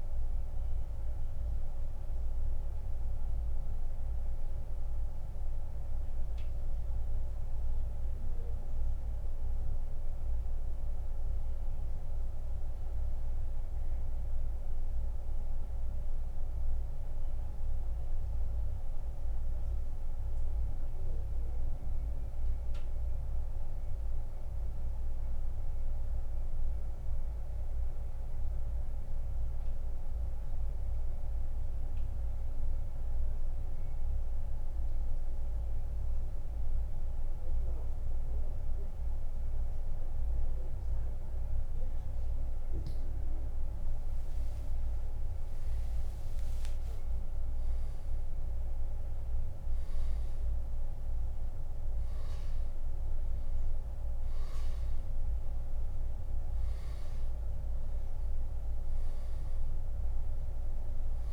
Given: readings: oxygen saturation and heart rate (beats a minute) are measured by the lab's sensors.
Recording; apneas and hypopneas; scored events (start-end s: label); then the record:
breathing in sleep, hard to hear, by a room microphone; 1
0.00-2.00 s: oxygen desaturation (device-marked, oxygen 93% lowest, heart rate 69 extreme)
4.50-7.50 s: arousal
10.00-41.50 s: central apnea (oxygen 97% before, 84% lowest, heart rate 88 before, 69 extreme, up 16 after)
12.00-39.00 s: oxygen desaturation (device-marked, oxygen 94% before, 84% lowest, heart rate 87 before, 69 extreme)
44.50-48.50 s: arousal
From the record:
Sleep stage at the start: N2 (light sleep); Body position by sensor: on the back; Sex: male